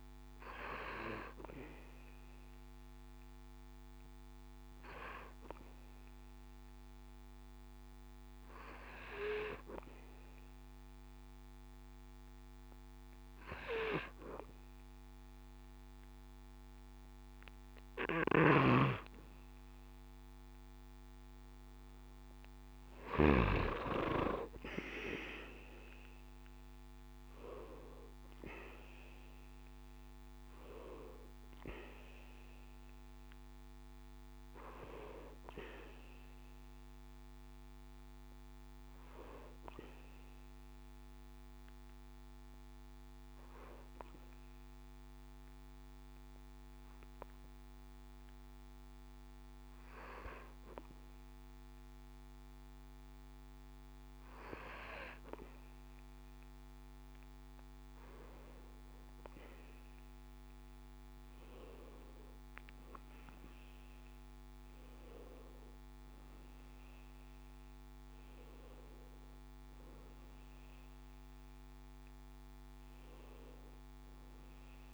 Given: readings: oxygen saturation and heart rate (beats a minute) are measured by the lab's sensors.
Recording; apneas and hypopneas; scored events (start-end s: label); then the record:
breathing in sleep by a microphone on the trachea; 2
5.00-21.00 s: hypopnea (oxygen 96% before, 94% lowest, heart rate 68 before, 66 extreme, up 4 after)
24.50-29.00 s: arousal
42.00-57.00 s: hypopnea (oxygen 96% before, 94% lowest, heart rate 71 before, 65 extreme, up 5 after)
60.50-64.00 s: arousal
From the record:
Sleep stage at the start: N2 (light sleep); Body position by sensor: on the back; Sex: male